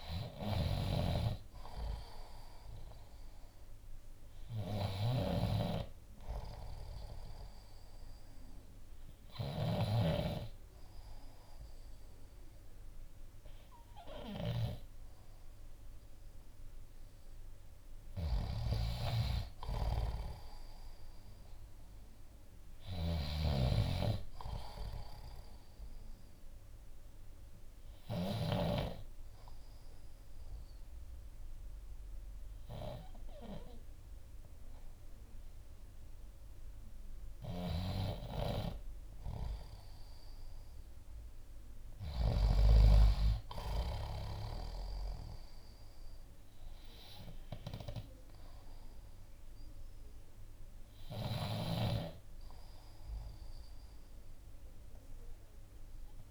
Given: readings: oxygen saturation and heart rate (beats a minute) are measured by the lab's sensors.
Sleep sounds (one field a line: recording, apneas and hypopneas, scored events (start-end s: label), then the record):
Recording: breathing in sleep by a room microphone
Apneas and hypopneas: 2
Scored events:
0.00-6.00 s: oxygen desaturation (device-marked, oxygen 91% lowest, heart rate 58 extreme)
0.00-28.50 s: snoring (device-marked)
7.00-17.50 s: hypopnea (oxygen 94% before, 90% lowest, heart rate 60 before, 58 extreme, up 4 after)
15.00-27.00 s: oxygen desaturation (device-marked, oxygen 95% before, 90% lowest, heart rate 60 before, 58 extreme)
19.50-22.50 s: arousal
27.00-38.50 s: obstructive apnea (oxygen 95% before, 91% lowest, heart rate 61 before, 58 extreme, up 5 after)
35.00-47.00 s: oxygen desaturation (device-marked, oxygen 94% before, 91% lowest, heart rate 60 before, 58 extreme)
37.50-42.50 s: snoring (device-marked)
41.50-45.00 s: arousal
51.00-56.31 s: snoring (device-marked)
From the record:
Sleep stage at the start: N2 (light sleep)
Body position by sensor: on the left side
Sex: male